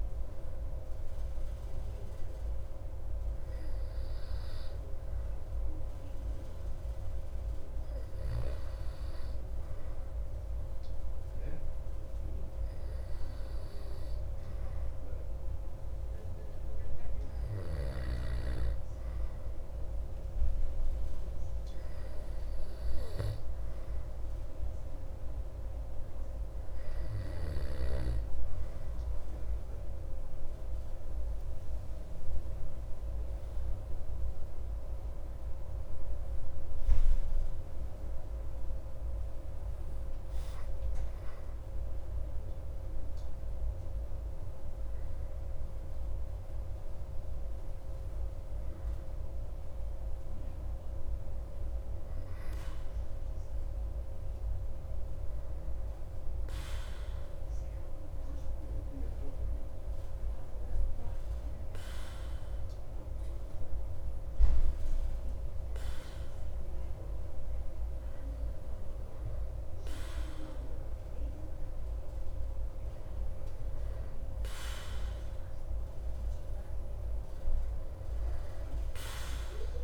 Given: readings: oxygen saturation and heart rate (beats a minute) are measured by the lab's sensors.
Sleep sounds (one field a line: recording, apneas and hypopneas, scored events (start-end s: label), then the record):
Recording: breathing in sleep, hard to hear, by a room microphone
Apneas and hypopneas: 1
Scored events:
32.00-37.50 s: arousal
57.00-69.00 s: hypopnea (oxygen 97% before, 95% lowest)
72.50-77.00 s: arousal
From the record:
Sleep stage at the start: N2 (light sleep)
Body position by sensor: on the back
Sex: male